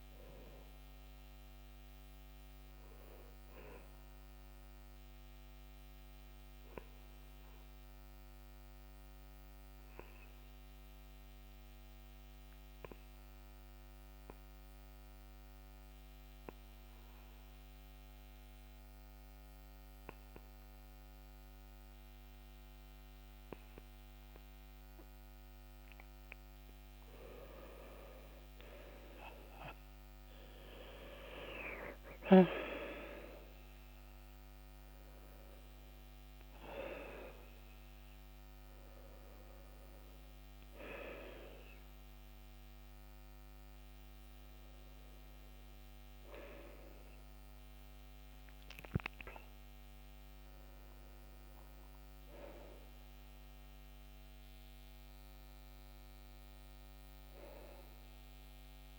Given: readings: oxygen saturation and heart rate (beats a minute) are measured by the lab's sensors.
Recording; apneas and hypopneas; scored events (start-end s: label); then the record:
a person awake in a sleep study, by a microphone on the trachea; 1
5.00-25.50 s: obstructive apnea (oxygen 96% before, 89% lowest, heart rate 67 before, 61 extreme, up 13 after)
24.50-54.50 s: new sleep stage, awake
49.50-58.99 s: oxygen desaturation (device-marked, oxygen 94% before, 89% lowest, heart rate 75 before, 63 extreme)
54.50-58.99 s: new sleep stage, N1 (lightest sleep)
From the record:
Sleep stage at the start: REM sleep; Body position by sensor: on the back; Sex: male